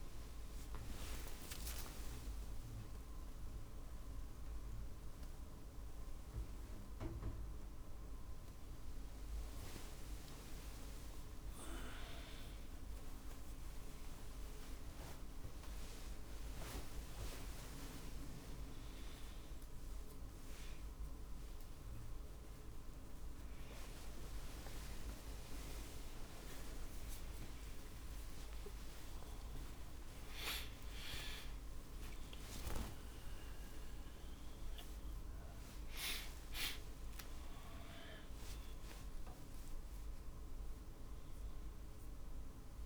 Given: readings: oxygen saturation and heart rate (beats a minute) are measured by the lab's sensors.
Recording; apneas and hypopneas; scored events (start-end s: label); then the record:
a person awake in a sleep study, by a room microphone; none
0.00-2.00 s: long interval between heartbeats (device-marked, heart rate 72 before, 68 extreme)
6.00-17.00 s: drop in pulse transit time (device-marked, heart rate 65 before, 61 extreme)
10.00-12.00 s: long interval between heartbeats (device-marked, heart rate 63 before, 80 extreme)
12.00-23.00 s: tachycardia (device-marked, heart rate 65 before, 154 extreme)
19.00-21.00 s: long interval between heartbeats (device-marked, heart rate 83 before, 151 extreme)
21.50-23.50 s: long interval between heartbeats (device-marked, heart rate 92 before, 145 extreme)
24.00-26.00 s: long interval between heartbeats (device-marked, heart rate 103 before, 113 extreme)
26.00-33.00 s: tachycardia (device-marked, heart rate 67 before, 122 extreme)
27.50-29.50 s: long interval between heartbeats (device-marked, heart rate 110 before, 87 extreme)
30.00-32.00 s: long interval between heartbeats (device-marked, heart rate 114 before, 113 extreme)
31.00-42.86 s: drop in pulse transit time (device-marked, heart rate 116 before, 55 extreme)
32.00-34.00 s: long interval between heartbeats (device-marked, heart rate 118 before, 122 extreme)
From the record:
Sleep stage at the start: awake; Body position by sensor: on the right side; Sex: male